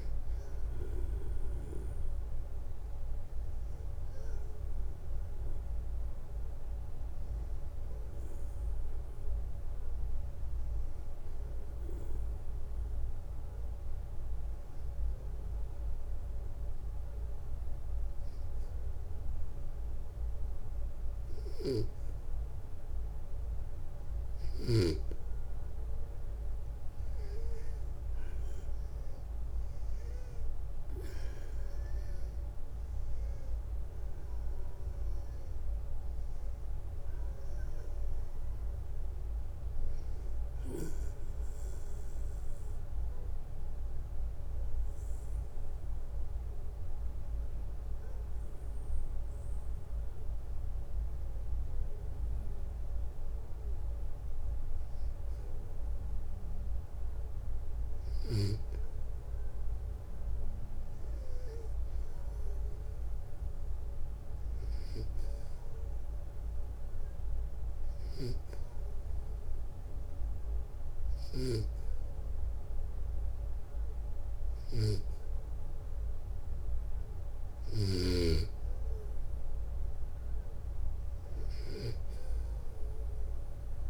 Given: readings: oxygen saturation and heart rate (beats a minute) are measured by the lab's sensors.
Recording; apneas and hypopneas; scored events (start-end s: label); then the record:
breathing in sleep by a room microphone; 3
11.00-25.00 s: hypopnea (oxygen 97% before, 93% lowest, heart rate 65 before, 62 extreme, up 6 after)
20.50-24.00 s: snoring (device-marked)
29.00-32.50 s: arousal
43.50-57.00 s: hypopnea (oxygen 96% before, 92% lowest, heart rate 68 before, 60 extreme, up 7 after)
60.00-64.50 s: arousal
67.50-78.00 s: hypopnea (oxygen 97% before, 92% lowest, heart rate 63 before, 63 extreme, up 2 after)
From the record:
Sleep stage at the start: N2 (light sleep); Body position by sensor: on the back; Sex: male